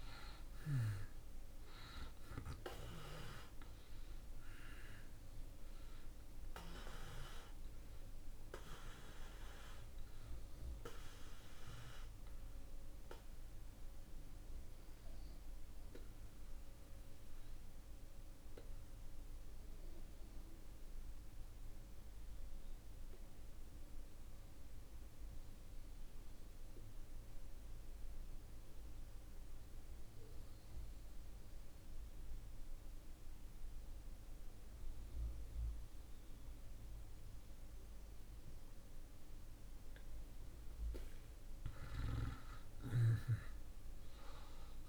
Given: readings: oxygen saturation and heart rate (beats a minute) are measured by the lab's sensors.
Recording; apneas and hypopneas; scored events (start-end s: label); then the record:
breathing in sleep by a room microphone; 1
0.00-1.00 s: arousal
0.00-24.00 s: oxygen desaturation (device-marked, oxygen 79% lowest)
13.50-40.00 s: mixed apnea (oxygen 96% before, 76% lowest)
42.00-44.89 s: arousal
43.00-44.89 s: oxygen desaturation (device-marked, oxygen 96% before, 76% lowest)
From the record:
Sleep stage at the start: REM sleep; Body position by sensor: on the back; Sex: male